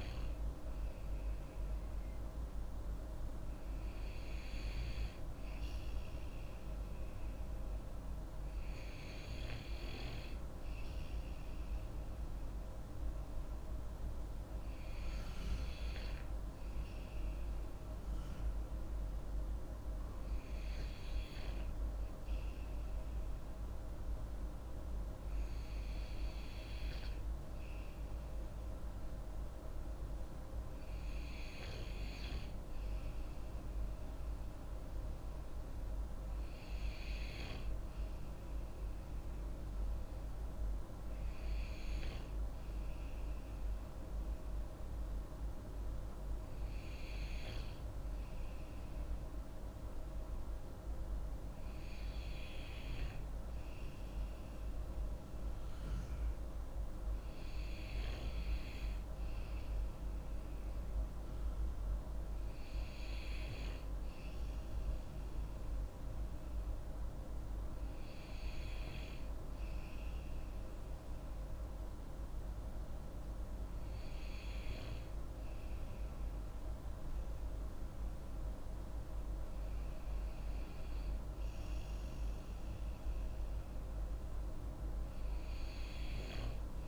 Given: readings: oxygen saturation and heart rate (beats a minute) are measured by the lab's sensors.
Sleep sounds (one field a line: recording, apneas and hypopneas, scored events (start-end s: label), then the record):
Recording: breathing in sleep, hard to hear, by a room microphone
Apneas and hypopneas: none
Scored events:
none scored
From the record:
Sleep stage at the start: N2 (light sleep)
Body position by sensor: on the back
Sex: female